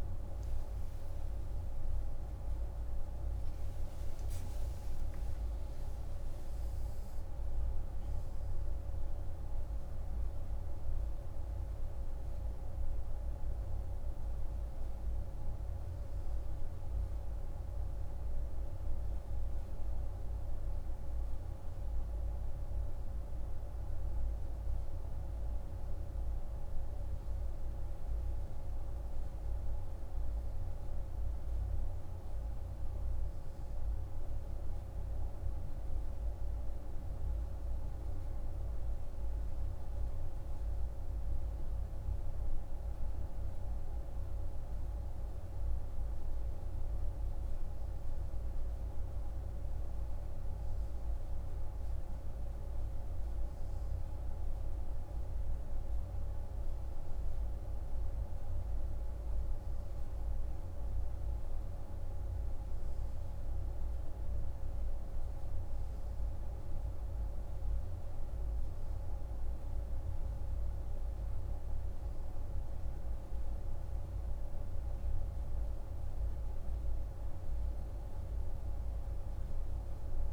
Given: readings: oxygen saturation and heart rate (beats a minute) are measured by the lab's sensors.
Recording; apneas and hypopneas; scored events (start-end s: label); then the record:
breathing in sleep, hard to hear, by a room microphone; none
1.00-6.00 s: arousal
From the record:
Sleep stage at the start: N2 (light sleep); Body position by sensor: on the right side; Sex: male